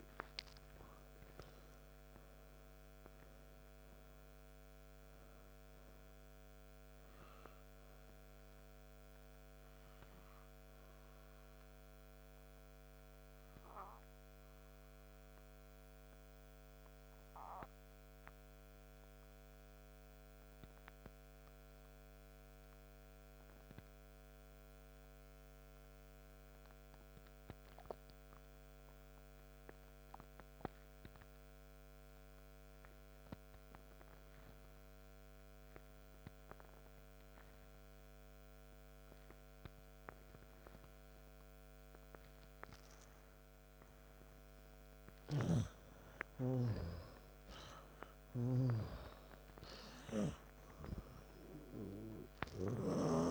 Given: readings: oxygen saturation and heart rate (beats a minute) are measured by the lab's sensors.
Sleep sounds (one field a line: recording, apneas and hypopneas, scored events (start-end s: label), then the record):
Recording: breathing in sleep by a microphone on the trachea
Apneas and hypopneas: 1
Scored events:
0.00-1.00 s: arousal
0.00-32.50 s: oxygen desaturation (device-marked, oxygen 86% lowest, heart rate 52 extreme)
9.50-44.50 s: obstructive apnea (oxygen 99% before, 86% lowest, heart rate 65 before, 52 extreme, up 14 after)
45.50-50.00 s: arousal
46.00-53.31 s: snoring (device-marked)
From the record:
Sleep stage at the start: N2 (light sleep)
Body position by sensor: on the right side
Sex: male